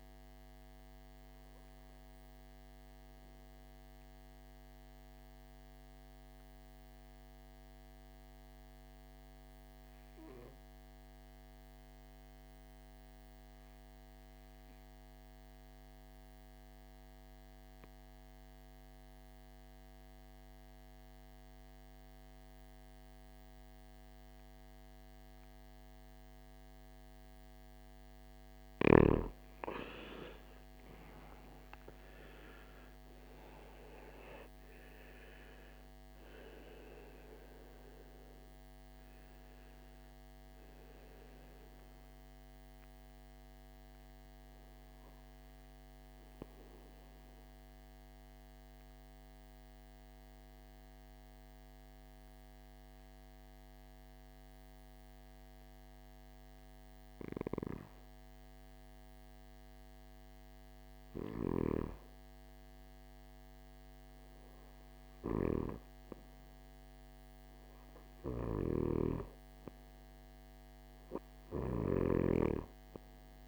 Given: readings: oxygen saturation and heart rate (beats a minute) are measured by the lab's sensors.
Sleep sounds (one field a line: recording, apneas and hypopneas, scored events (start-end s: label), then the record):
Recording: breathing in sleep by a microphone on the trachea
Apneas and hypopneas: 2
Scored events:
0.00-8.00 s: oxygen desaturation (device-marked, oxygen 91% lowest, heart rate 53 extreme)
1.00-27.00 s: obstructive apnea (oxygen 98% before, 86% lowest, heart rate 62 before, 52 extreme, up 17 after)
23.00-54.00 s: oxygen desaturation (device-marked, oxygen 98% before, 86% lowest, heart rate 55 before, 52 extreme)
30.50-34.50 s: arousal
46.50-61.50 s: obstructive apnea (oxygen 97% before, 86% lowest, heart rate 67 before, 53 extreme, up 5 after)
63.50-67.00 s: arousal
71.00-73.48 s: oxygen desaturation (device-marked, oxygen 98% before, 92% lowest, heart rate 56 before, 52 extreme)
From the record:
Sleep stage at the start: N2 (light sleep)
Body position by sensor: on the right side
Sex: male